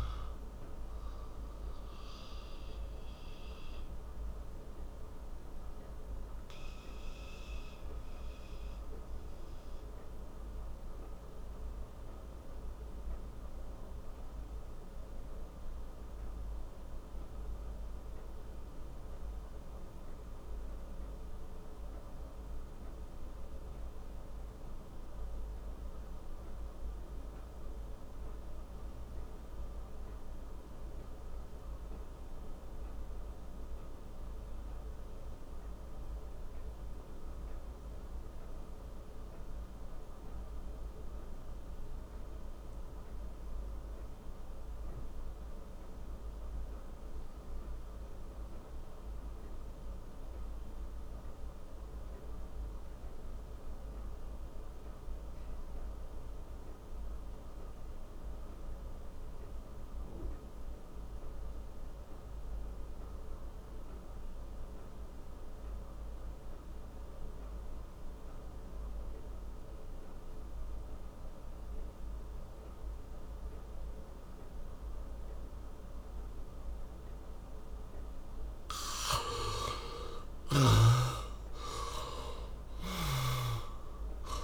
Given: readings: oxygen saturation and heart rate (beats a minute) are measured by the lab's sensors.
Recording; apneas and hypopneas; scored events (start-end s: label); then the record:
breathing in sleep, hard to hear, by a room microphone; 1
0.00-25.50 s: oxygen desaturation (device-marked, oxygen 66% lowest)
0.50-78.00 s: obstructive apnea (oxygen 93% before, 61% lowest)
42.50-84.44 s: oxygen desaturation (device-marked, oxygen 97% before, 61% lowest)
80.50-84.44 s: arousal
From the record:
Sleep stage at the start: REM sleep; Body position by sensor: on the back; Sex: male